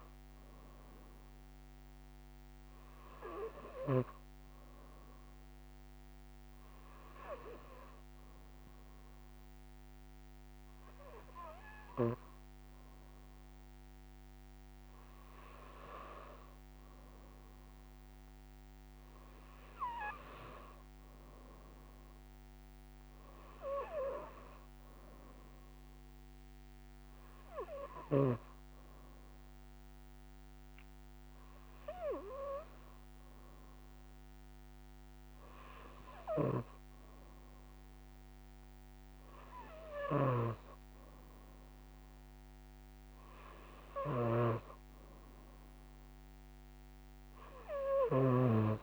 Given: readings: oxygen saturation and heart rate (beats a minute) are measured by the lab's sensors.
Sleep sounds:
breathing in sleep by a microphone on the trachea; none
none scored
From the record:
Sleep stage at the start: N2 (light sleep); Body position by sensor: on the right side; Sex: female

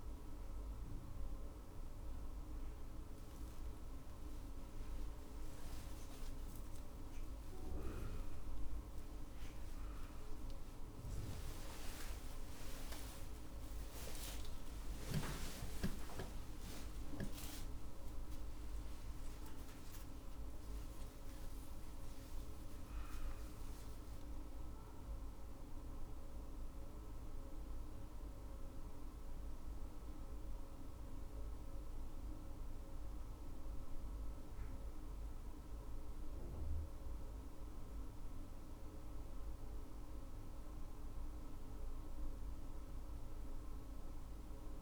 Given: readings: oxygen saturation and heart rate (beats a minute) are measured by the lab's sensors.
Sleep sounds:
a person awake in a sleep study, hard to hear, by a room microphone; none
25.00-44.82 s: new sleep stage, N1 (lightest sleep)
From the record:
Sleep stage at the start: awake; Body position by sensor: on the left side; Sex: female

